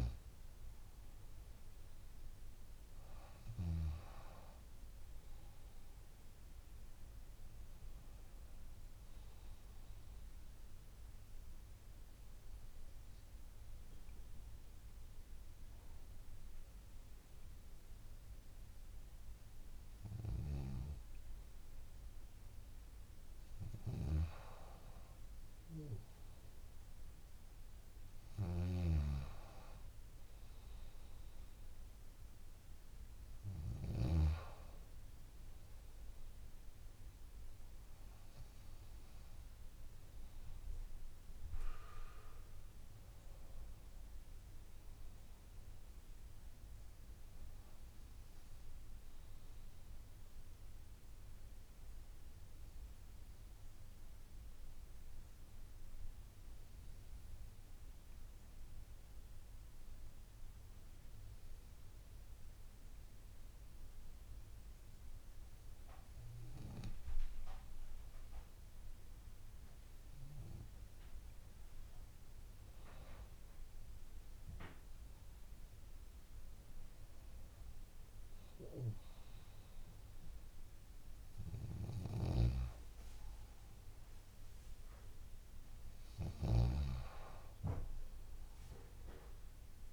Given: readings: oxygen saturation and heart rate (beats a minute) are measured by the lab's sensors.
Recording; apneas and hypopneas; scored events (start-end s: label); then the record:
breathing in sleep by a room microphone; 2
10.50-20.50 s: obstructive apnea (oxygen 98% before, 96% lowest, heart rate 51 before, 46 extreme, up 11 after)
24.50-28.00 s: arousal
28.00-34.00 s: snoring (device-marked)
53.00-70.00 s: obstructive apnea (oxygen 98% before, 96% lowest, heart rate 51 before, 45 extreme, up 12 after)
73.00-77.00 s: arousal
81.50-86.50 s: snoring (device-marked)
From the record:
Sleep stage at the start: N2 (light sleep); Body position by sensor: on the back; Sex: female